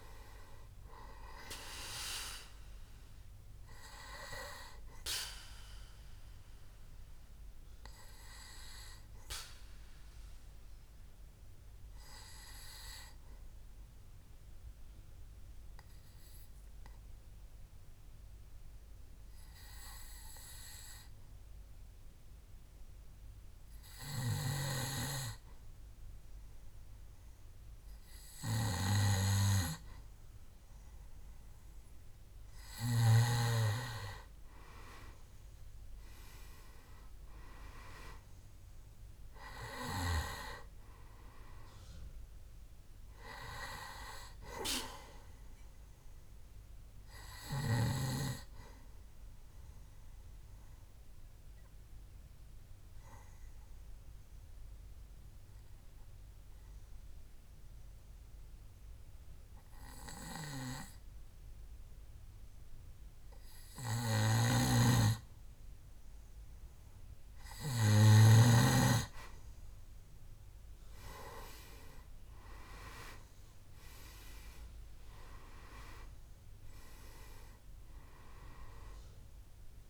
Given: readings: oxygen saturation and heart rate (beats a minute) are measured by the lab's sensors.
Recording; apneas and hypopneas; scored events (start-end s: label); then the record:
breathing in sleep by a room microphone; 2
0.00-16.50 s: oxygen desaturation (device-marked, oxygen 89% lowest, heart rate 66 extreme)
5.50-29.00 s: obstructive apnea (oxygen 99% before, 89% lowest, heart rate 70 before, 65 extreme, up 4 after)
32.50-36.00 s: arousal
33.50-61.50 s: oxygen desaturation (device-marked, oxygen 98% before, 92% lowest, heart rate 67 before, 65 extreme)
45.50-65.00 s: obstructive apnea (oxygen 98% before, 91% lowest, heart rate 70 before, 65 extreme, up 3 after)
64.50-69.00 s: snoring (device-marked)
70.50-79.90 s: oxygen desaturation (device-marked, oxygen 98% before, 91% lowest, heart rate 66 before, 63 extreme)
71.00-75.50 s: arousal
From the record:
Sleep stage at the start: N2 (light sleep); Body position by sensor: on the back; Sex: male